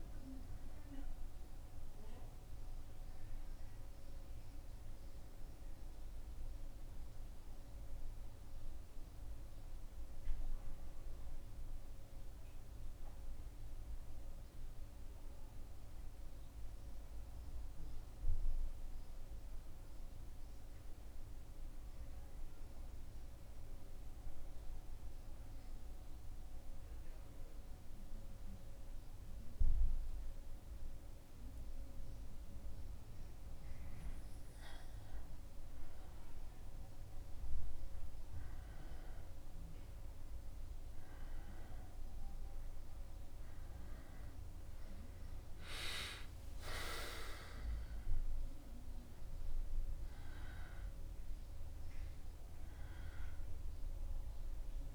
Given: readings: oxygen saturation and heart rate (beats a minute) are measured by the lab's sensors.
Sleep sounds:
breathing in sleep by a room microphone; 1
0.00-6.50 s: oxygen desaturation (device-marked, oxygen 93% lowest, heart rate 76 extreme)
4.50-34.50 s: new sleep stage, N2 (light sleep)
7.50-33.00 s: central apnea (oxygen 97% before, 94% lowest, heart rate 77 before, 76 extreme, up 1 after)
34.50-54.95 s: new sleep stage, N1 (lightest sleep)
37.50-42.50 s: arousal
From the record:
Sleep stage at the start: N1 (lightest sleep); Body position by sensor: on the back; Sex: male

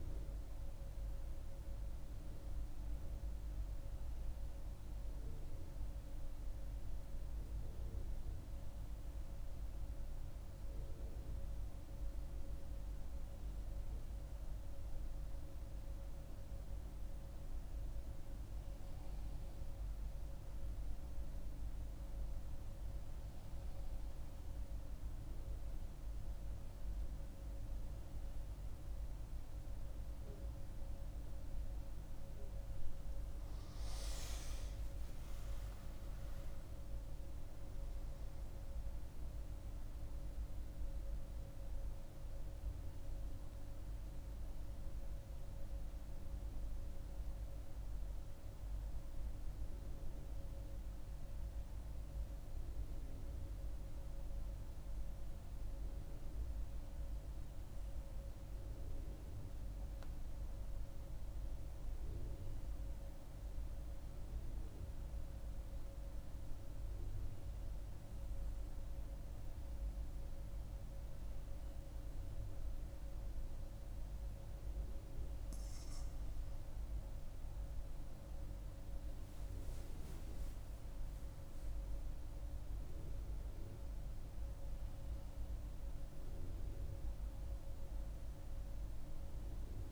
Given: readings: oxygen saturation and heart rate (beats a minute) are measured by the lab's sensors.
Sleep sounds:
breathing in sleep, hard to hear, by a room microphone; 2
0.00-10.00 s: oxygen desaturation (device-marked, oxygen 92% lowest, heart rate 61 extreme)
5.50-32.50 s: central apnea (oxygen 98% before, 92% lowest, heart rate 72 before, 61 extreme, up 38 after)
29.00-58.00 s: oxygen desaturation (device-marked, oxygen 98% before, 92% lowest, heart rate 64 before, 61 extreme)
34.00-37.00 s: arousal
55.00-74.50 s: central apnea (oxygen 97% before, 92% lowest, heart rate 80 before, 61 extreme, up 11 after)
76.50-80.50 s: arousal
77.00-89.92 s: oxygen desaturation (device-marked, oxygen 98% before, 93% lowest, heart rate 64 before, 63 extreme)
From the record:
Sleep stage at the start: N2 (light sleep); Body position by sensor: on the front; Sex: female

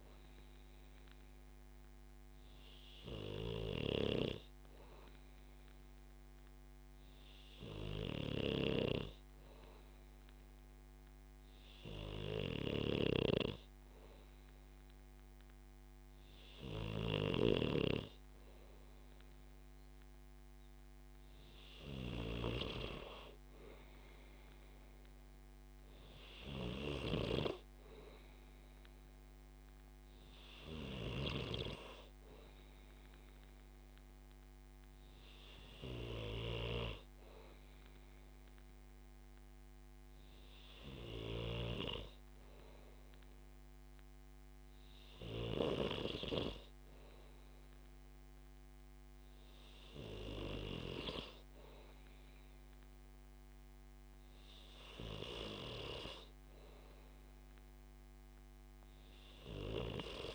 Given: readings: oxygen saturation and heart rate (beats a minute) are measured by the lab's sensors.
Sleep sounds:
breathing in sleep by a microphone on the trachea; none
8.50-27.00 s: snoring (device-marked)
36.50-42.00 s: snoring (device-marked)
From the record:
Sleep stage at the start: N2 (light sleep); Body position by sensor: on the back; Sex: male

